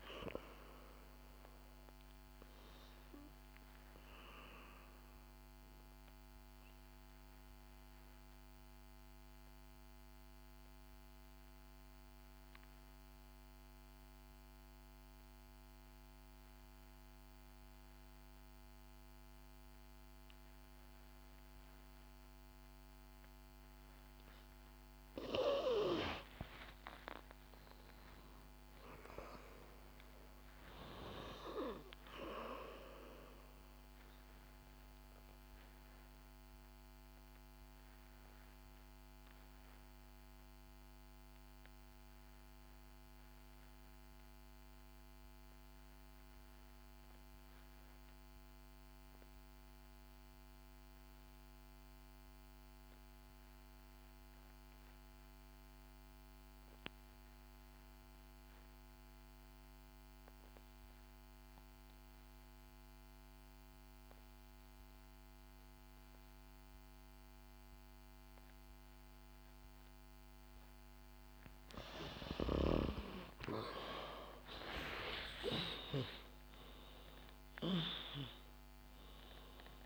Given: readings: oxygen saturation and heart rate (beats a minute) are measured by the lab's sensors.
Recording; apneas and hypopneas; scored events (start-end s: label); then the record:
breathing in sleep by a microphone on the trachea; 2
0.00-25.00 s: oxygen desaturation (device-marked, oxygen 86% lowest, heart rate 52 extreme)
2.00-24.50 s: obstructive apnea (oxygen 98% before, 84% lowest, heart rate 65 before, 52 extreme, up 15 after)
26.50-30.50 s: arousal
34.00-72.00 s: obstructive apnea (oxygen 97% before, 79% lowest, heart rate 60 before, 53 extreme, up 13 after)
46.00-57.00 s: oxygen desaturation (device-marked, oxygen 96% before, 91% lowest, heart rate 62 before, 60 extreme)
64.00-79.86 s: oxygen desaturation (device-marked, oxygen 96% before, 79% lowest, heart rate 60 before, 61 extreme)
74.50-79.00 s: arousal
From the record:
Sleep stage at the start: N2 (light sleep); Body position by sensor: on the back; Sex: female